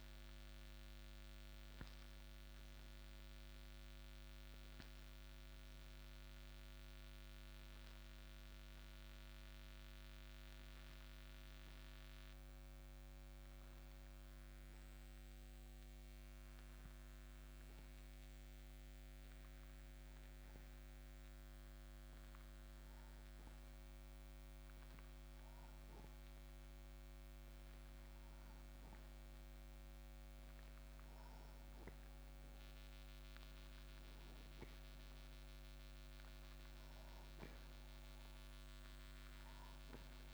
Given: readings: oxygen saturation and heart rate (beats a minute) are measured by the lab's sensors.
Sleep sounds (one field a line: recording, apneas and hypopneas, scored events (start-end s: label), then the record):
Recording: breathing in sleep, hard to hear, by a microphone on the trachea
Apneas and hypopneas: 1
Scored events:
12.50-26.50 s: hypopnea (oxygen 97% before, 91% lowest)
15.00-40.34 s: new sleep stage, N2 (light sleep)
17.00-28.00 s: oxygen desaturation (device-marked, oxygen 94% before, 91% lowest)
30.50-34.00 s: arousal
From the record:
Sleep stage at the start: N1 (lightest sleep)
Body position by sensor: on the right side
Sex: male